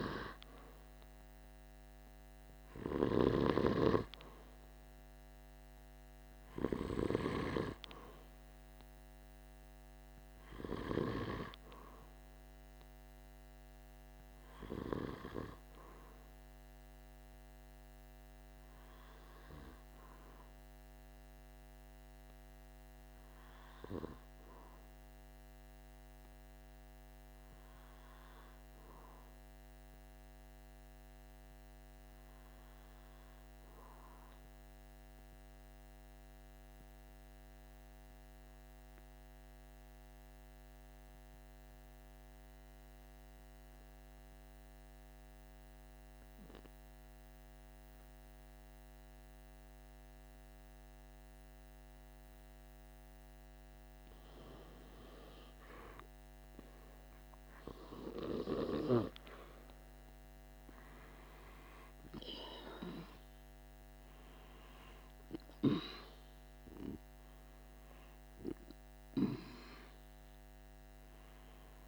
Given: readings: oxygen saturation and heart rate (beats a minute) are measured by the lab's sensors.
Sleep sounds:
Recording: breathing in sleep by a microphone on the trachea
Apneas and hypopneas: 1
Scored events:
0.00-3.00 s: arousal
34.00-53.00 s: obstructive apnea (oxygen 97% before, 92% lowest, heart rate 47 before, 45 extreme, up 0 after)
62.00-68.00 s: arousal
69.00-71.87 s: oxygen desaturation (device-marked, oxygen 97% before, 92% lowest, heart rate 47 before, 44 extreme)
From the record:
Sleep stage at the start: N2 (light sleep)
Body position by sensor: on the back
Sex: male

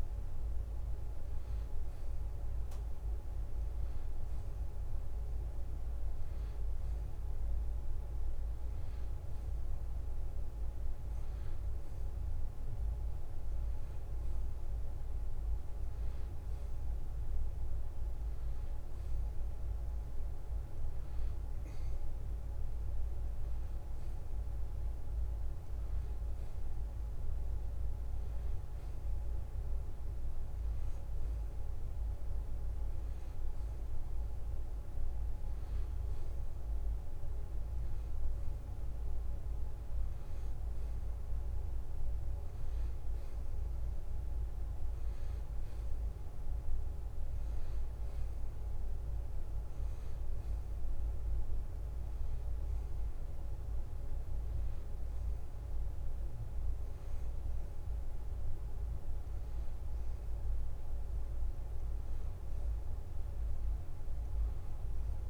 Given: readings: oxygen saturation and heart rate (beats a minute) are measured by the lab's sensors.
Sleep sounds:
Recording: breathing in sleep, hard to hear, by a room microphone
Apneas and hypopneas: none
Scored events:
none scored
From the record:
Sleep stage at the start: N1 (lightest sleep)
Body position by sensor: on the back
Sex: male

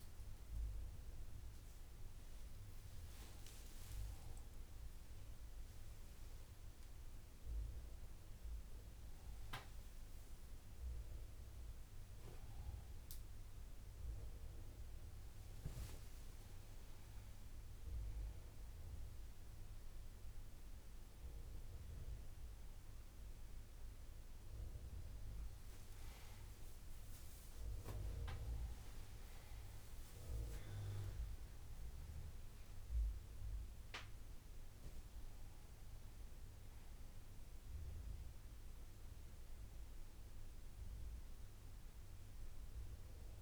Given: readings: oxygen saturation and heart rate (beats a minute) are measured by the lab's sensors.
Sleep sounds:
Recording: a person awake in a sleep study, by a room microphone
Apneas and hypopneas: none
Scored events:
none scored
From the record:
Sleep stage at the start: awake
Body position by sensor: upright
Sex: male

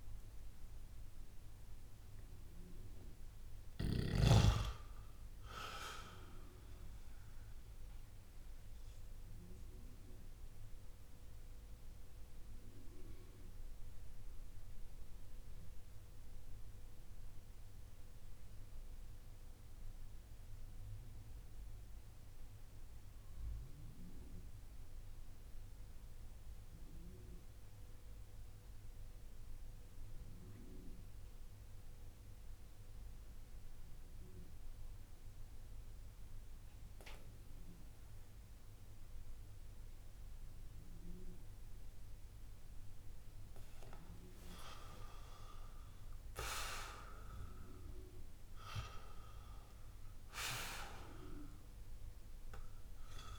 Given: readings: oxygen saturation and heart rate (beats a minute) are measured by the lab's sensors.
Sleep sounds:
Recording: breathing in sleep by a room microphone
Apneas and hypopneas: 1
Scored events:
0.00-24.50 s: oxygen desaturation (device-marked, oxygen 89% lowest)
9.00-45.50 s: mixed apnea (oxygen 96% before, 89% lowest)
40.50-53.39 s: oxygen desaturation (device-marked, oxygen 97% before, 89% lowest)
47.50-52.00 s: arousal
From the record:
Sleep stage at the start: N2 (light sleep)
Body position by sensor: on the back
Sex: male

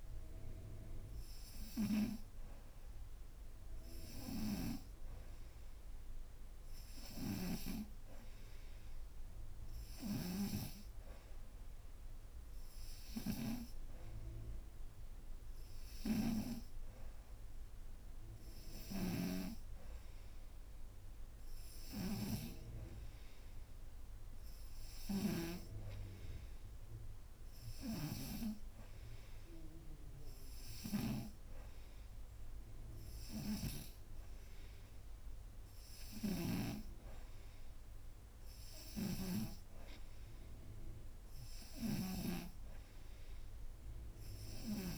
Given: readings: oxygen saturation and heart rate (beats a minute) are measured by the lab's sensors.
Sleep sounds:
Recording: breathing in sleep by a room microphone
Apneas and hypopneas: none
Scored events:
33.00-36.50 s: snoring (device-marked)
38.50-44.97 s: snoring (device-marked)
From the record:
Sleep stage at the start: N2 (light sleep)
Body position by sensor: upright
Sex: female

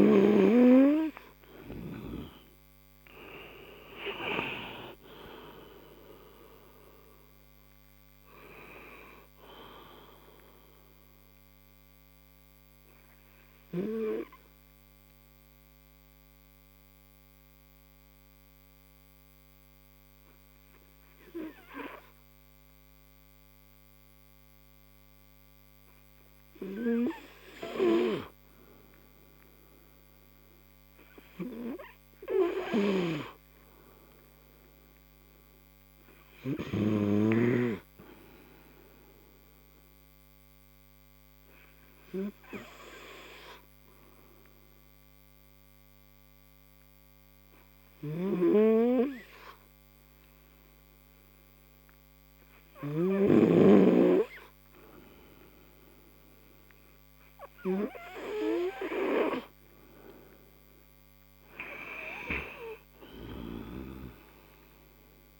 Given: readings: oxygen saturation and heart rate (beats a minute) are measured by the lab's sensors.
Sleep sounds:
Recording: breathing in sleep by a microphone on the trachea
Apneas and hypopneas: 2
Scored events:
2.00-5.50 s: arousal
13.50-27.00 s: obstructive apnea (oxygen 92% before, 89% lowest)
31.50-34.50 s: arousal
37.50-56.00 s: hypopnea (oxygen 95% before, 90% lowest)
49.00-57.00 s: oxygen desaturation (device-marked, oxygen 96% before, 92% lowest)
59.00-62.50 s: arousal
63.00-65.40 s: oxygen desaturation (device-marked, oxygen 96% before, 91% lowest)
From the record:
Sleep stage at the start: N2 (light sleep)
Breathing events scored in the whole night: 485 in 5.8 hours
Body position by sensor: on the right side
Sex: male

